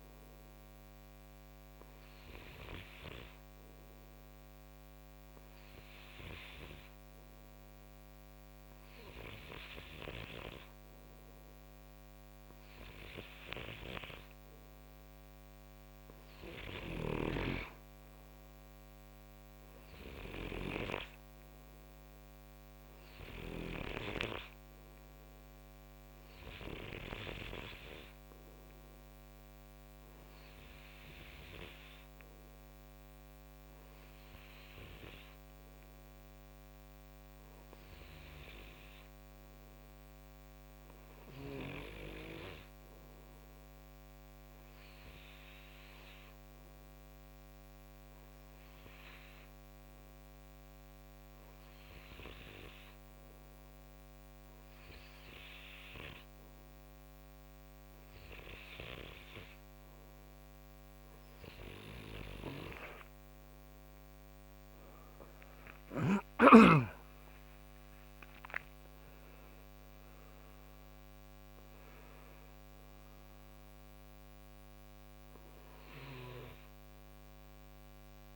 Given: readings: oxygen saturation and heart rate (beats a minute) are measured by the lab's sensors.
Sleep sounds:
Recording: breathing in sleep by a microphone on the trachea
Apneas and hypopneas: none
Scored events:
13.00-23.50 s: snoring (device-marked)
63.00-67.50 s: arousal
From the record:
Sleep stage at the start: REM sleep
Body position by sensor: on the right side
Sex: male

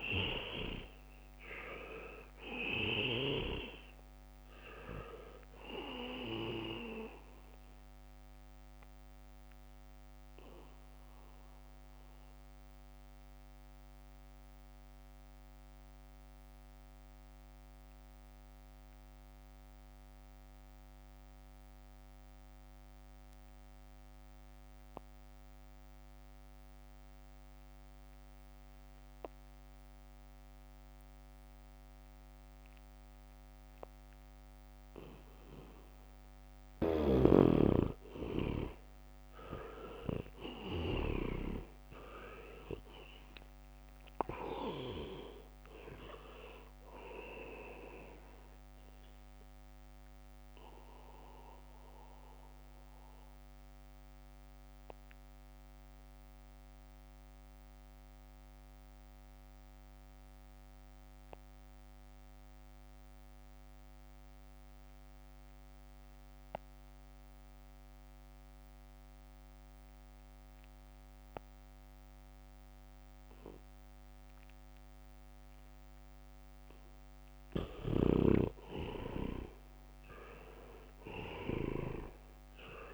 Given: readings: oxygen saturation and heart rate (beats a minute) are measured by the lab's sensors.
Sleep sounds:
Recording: breathing in sleep by a microphone on the trachea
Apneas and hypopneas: 2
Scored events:
0.00-2.50 s: arousal
0.00-4.00 s: leg movement (device-marked)
0.00-23.00 s: oxygen desaturation (device-marked, oxygen 75% lowest, heart rate 62 extreme)
4.00-8.00 s: leg movement (device-marked)
9.00-36.50 s: mixed apnea (oxygen 98% before, 75% lowest, heart rate 67 before, 62 extreme, up 5 after)
27.50-30.00 s: leg movement (device-marked)
29.00-65.00 s: oxygen desaturation (device-marked, oxygen 99% before, 76% lowest, heart rate 74 before, 62 extreme)
33.00-36.00 s: leg movement (device-marked)
37.00-41.50 s: leg movement (device-marked)
37.00-41.50 s: snoring (device-marked)
40.50-45.00 s: arousal
42.00-51.00 s: leg movement (device-marked)
50.00-74.00 s: obstructive apnea (oxygen 99% before, 76% lowest, heart rate 68 before, 63 extreme)
71.00-82.94 s: oxygen desaturation (device-marked, oxygen 98% before, 77% lowest, heart rate 71 before, 61 extreme)
77.50-82.94 s: leg movement (device-marked)
78.50-82.94 s: arousal
From the record:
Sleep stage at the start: N2 (light sleep)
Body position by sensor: on the back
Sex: male

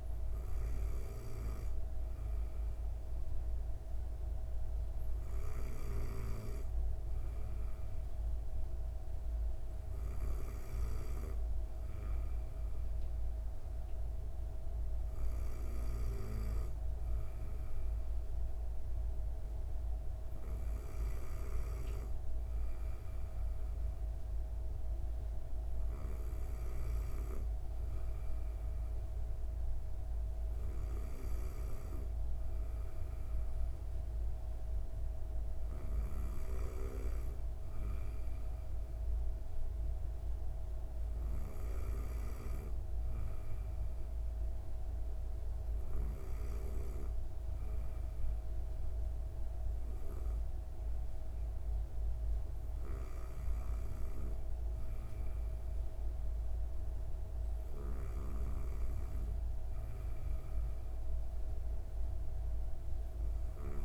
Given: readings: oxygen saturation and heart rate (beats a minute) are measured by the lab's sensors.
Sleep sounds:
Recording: breathing in sleep by a room microphone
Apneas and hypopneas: none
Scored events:
none scored
From the record:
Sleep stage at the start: N2 (light sleep)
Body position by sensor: on the back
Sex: female

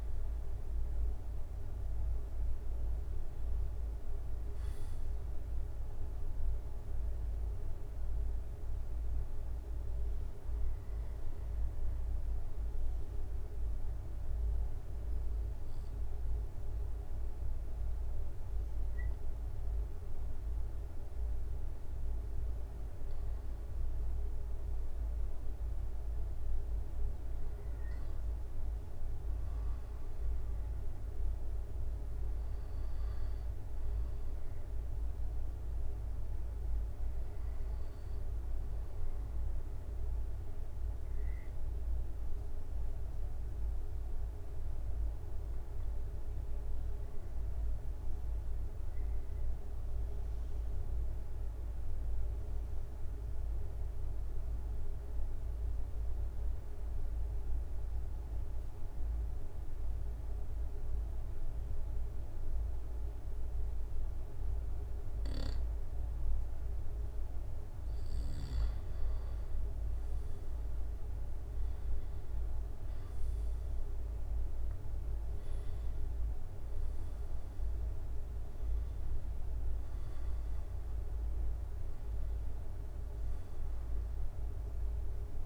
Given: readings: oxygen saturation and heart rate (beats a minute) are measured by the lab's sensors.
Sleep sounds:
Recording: breathing in sleep, hard to hear, by a room microphone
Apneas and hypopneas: 2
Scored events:
4.00-8.00 s: arousal
11.50-22.50 s: obstructive apnea (oxygen 97% before, 93% lowest, heart rate 75 before, 66 extreme, up 2 after)
24.50-28.50 s: arousal
24.50-85.46 s: new sleep stage, N2 (light sleep)
39.50-67.00 s: obstructive apnea (oxygen 97% before, 92% lowest, heart rate 68 before, 66 extreme, up 8 after)
71.00-75.50 s: arousal
74.50-85.46 s: drop in pulse transit time (device-marked, heart rate 67 before, 73 extreme)
From the record:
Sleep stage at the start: N1 (lightest sleep)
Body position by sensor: on the back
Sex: male

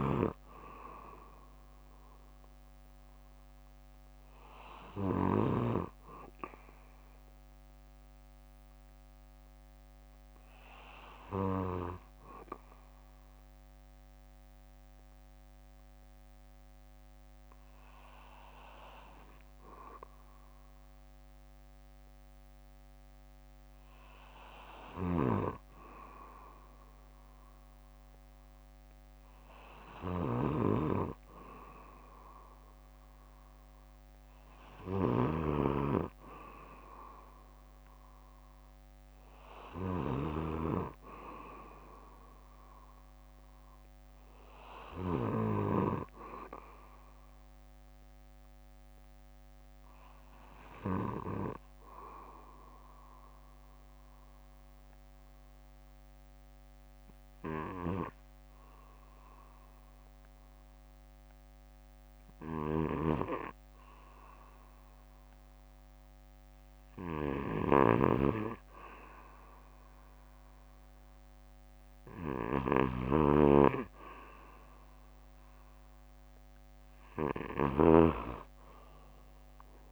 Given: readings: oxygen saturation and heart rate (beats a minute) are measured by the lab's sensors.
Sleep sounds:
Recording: breathing in sleep by a microphone on the trachea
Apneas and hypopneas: 2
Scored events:
0.00-4.50 s: bradycardia (device-marked, heart rate 59 extreme)
5.50-17.50 s: bradycardia (device-marked, heart rate 61 before, 55 extreme)
12.50-23.50 s: hypopnea (oxygen 96% before, 93% lowest, heart rate 60 before, 59 extreme, up 1 after)
19.50-26.50 s: bradycardia (device-marked, heart rate 61 before, 59 extreme)
27.00-30.00 s: arousal
49.50-51.50 s: bradycardia (device-marked, heart rate 61 before, 60 extreme)
53.50-67.00 s: hypopnea (oxygen 96% before, 93% lowest, heart rate 64 before, 55 extreme, up 8 after)
55.50-62.50 s: bradycardia (device-marked, heart rate 61 before, 58 extreme)
66.50-70.50 s: bradycardia (device-marked, heart rate 61 before, 59 extreme)
67.50-78.00 s: snoring (device-marked)
71.50-75.50 s: bradycardia (device-marked, heart rate 61 before, 58 extreme)
76.50-78.50 s: bradycardia (device-marked, heart rate 61 before, 58 extreme)
From the record:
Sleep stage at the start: N2 (light sleep)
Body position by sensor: on the back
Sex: male

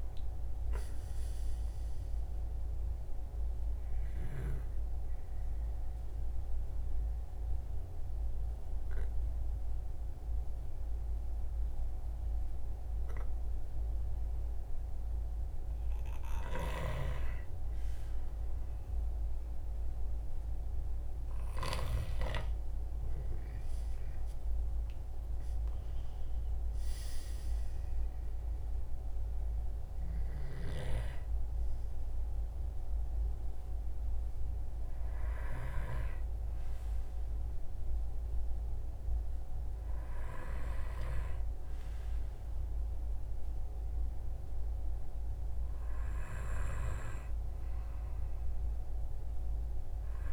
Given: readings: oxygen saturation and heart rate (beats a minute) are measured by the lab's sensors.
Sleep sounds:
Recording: breathing in sleep by a room microphone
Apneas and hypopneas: 1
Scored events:
6.00-16.50 s: obstructive apnea (oxygen 97% before, 93% lowest, heart rate 98 before, 61 extreme, up 12 after)
18.50-22.50 s: arousal
21.00-32.00 s: oxygen desaturation (device-marked, oxygen 98% before, 93% lowest, heart rate 77 before, 61 extreme)
From the record:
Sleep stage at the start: N2 (light sleep)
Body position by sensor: on the right side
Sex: male

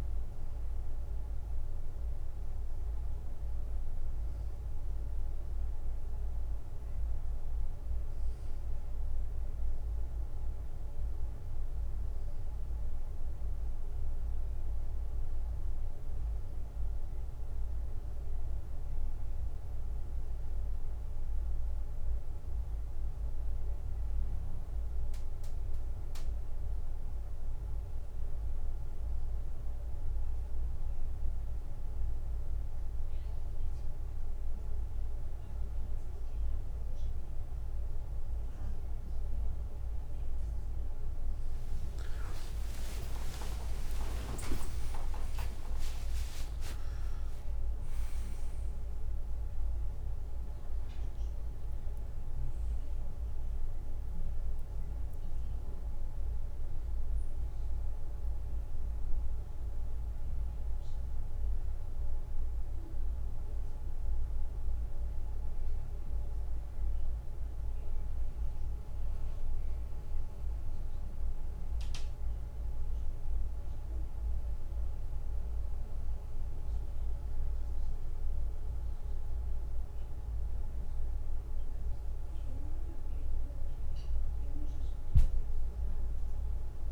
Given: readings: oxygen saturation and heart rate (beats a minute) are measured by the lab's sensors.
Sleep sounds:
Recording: a person awake in a sleep study, hard to hear, by a room microphone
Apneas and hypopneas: none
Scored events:
22.50-82.50 s: new sleep stage, awake
45.50-58.50 s: drop in pulse transit time (device-marked, heart rate 71 before, 76 extreme)
82.50-86.92 s: new sleep stage, N2 (light sleep)
From the record:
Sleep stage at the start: N2 (light sleep)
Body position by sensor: on the right side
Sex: male

